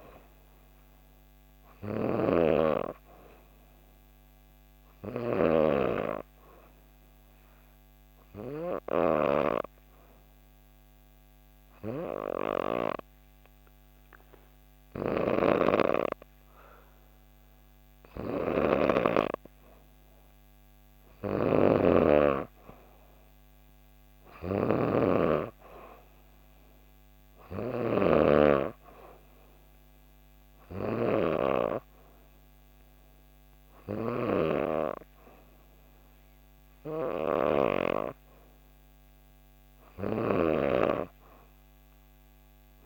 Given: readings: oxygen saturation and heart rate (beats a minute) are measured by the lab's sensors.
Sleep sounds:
breathing in sleep by a microphone on the trachea; 1
0.00-5.00 s: snoring (device-marked)
8.00-20.00 s: obstructive apnea (oxygen 95% before, 91% lowest, heart rate 65 before, 65 extreme, up 0 after)
14.50-18.50 s: snoring (device-marked)
20.50-40.00 s: snoring (device-marked)
21.50-24.50 s: arousal
24.50-38.50 s: oxygen desaturation (device-marked, oxygen 94% before, 91% lowest, heart rate 66 before, 65 extreme)
From the record:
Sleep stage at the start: N3 (deep sleep); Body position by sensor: on the back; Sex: female

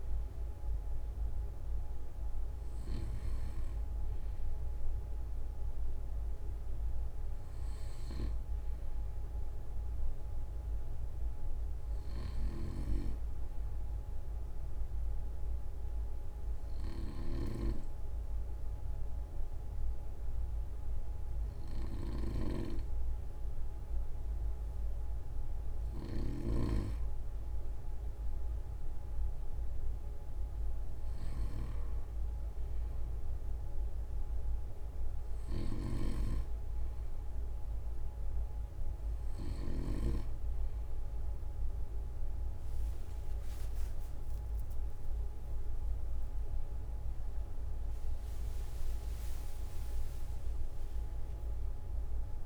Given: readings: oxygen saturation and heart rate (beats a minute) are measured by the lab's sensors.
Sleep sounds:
breathing in sleep by a room microphone; 1
0.00-2.00 s: arousal
4.50-15.50 s: oxygen desaturation (device-marked, oxygen 97% before, 94% lowest, heart rate 46 before, 45 extreme)
12.00-26.50 s: snoring (device-marked)
14.00-28.00 s: hypopnea (oxygen 97% before, 94% lowest, heart rate 46 before, 45 extreme, up 3 after)
35.00-39.50 s: snoring (device-marked)
48.00-52.45 s: arousal
50.00-52.00 s: long interval between heartbeats (device-marked, heart rate 48 before, 61 extreme)
From the record:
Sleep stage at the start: N2 (light sleep); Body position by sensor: on the right side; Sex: male

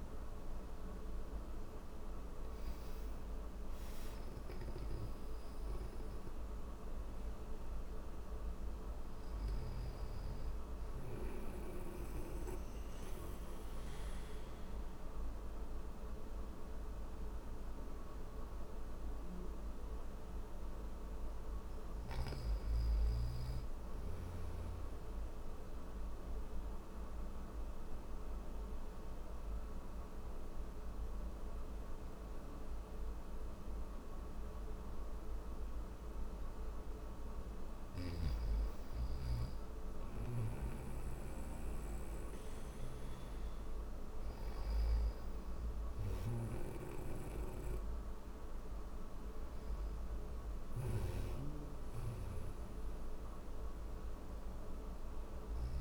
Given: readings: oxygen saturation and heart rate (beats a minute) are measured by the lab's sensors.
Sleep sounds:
breathing in sleep, hard to hear, by a room microphone; none
3.50-9.00 s: snoring (device-marked)
39.00-43.50 s: snoring (device-marked)
45.50-55.00 s: snoring (device-marked)
48.00-55.81 s: oxygen desaturation (device-marked, oxygen 97% before, 94% lowest, heart rate 67 before, 62 extreme)
From the record:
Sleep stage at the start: N1 (lightest sleep); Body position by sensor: on the right side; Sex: male

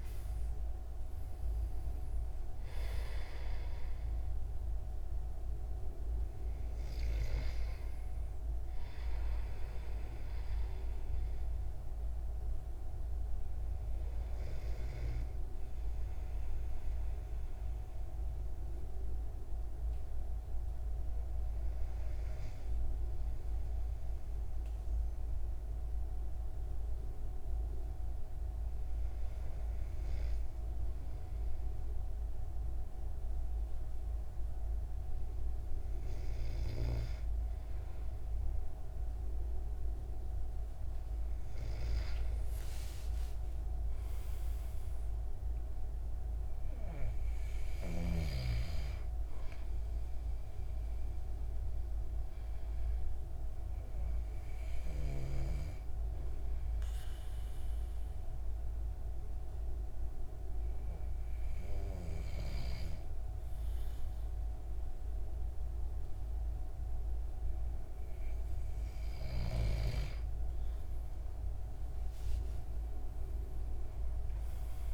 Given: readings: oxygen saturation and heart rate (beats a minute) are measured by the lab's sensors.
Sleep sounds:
breathing in sleep by a room microphone; 2
0.00-1.50 s: arousal
11.50-40.00 s: hypopnea (oxygen 96% before, 93% lowest, heart rate 75 before, 61 extreme, up 31 after)
51.00-69.50 s: hypopnea (oxygen 97% before, 92% lowest, heart rate 81 before, 61 extreme, up 43 after)
71.50-74.93 s: arousal
From the record:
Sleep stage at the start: N2 (light sleep); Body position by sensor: on the back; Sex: male

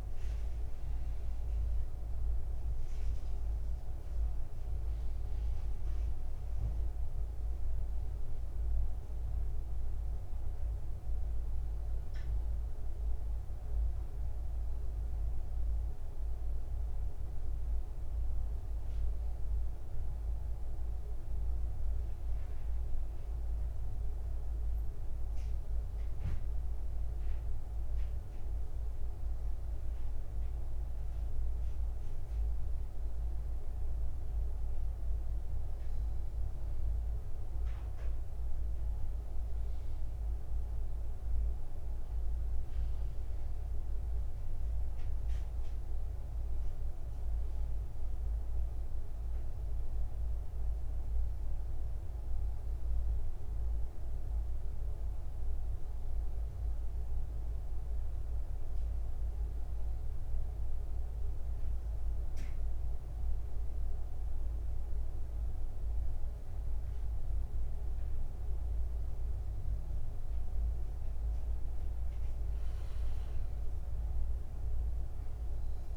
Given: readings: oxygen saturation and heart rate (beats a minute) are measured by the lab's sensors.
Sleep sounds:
breathing in sleep, hard to hear, by a room microphone; none
74.00-75.97 s: new sleep stage, N2 (light sleep)
From the record:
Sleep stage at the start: N1 (lightest sleep); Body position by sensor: upright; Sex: male

